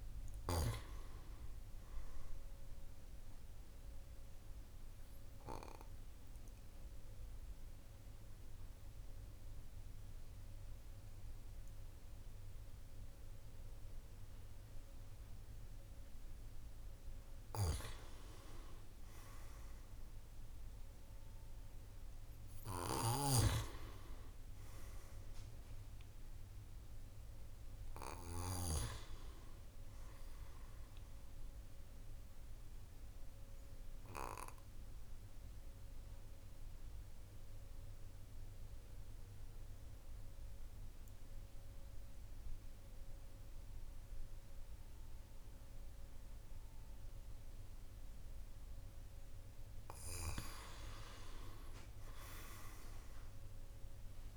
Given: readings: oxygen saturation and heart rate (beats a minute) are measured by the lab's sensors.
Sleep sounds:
breathing in sleep by a room microphone; 2
4.00-16.50 s: obstructive apnea (oxygen 99% before, 93% lowest, heart rate 49 before, 46 extreme, up 8 after)
18.50-22.00 s: arousal
21.00-43.00 s: oxygen desaturation (device-marked, oxygen 98% before, 94% lowest, heart rate 49 before, 46 extreme)
31.50-48.50 s: obstructive apnea (oxygen 98% before, 92% lowest, heart rate 51 before, 46 extreme, up 12 after)
50.50-54.00 s: arousal
From the record:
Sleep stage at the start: N2 (light sleep); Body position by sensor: on the back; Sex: male

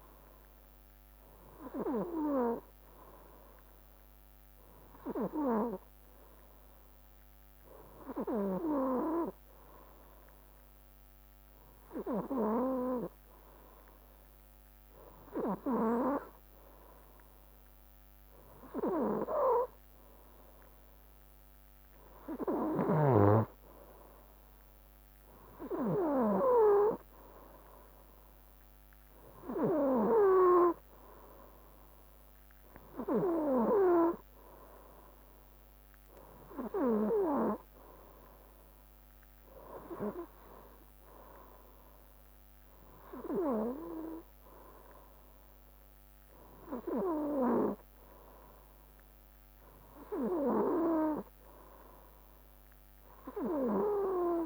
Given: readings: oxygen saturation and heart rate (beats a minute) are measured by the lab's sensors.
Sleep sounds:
breathing in sleep by a microphone on the trachea; none
none scored
From the record:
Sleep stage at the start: N3 (deep sleep); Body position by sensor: on the right side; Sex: male

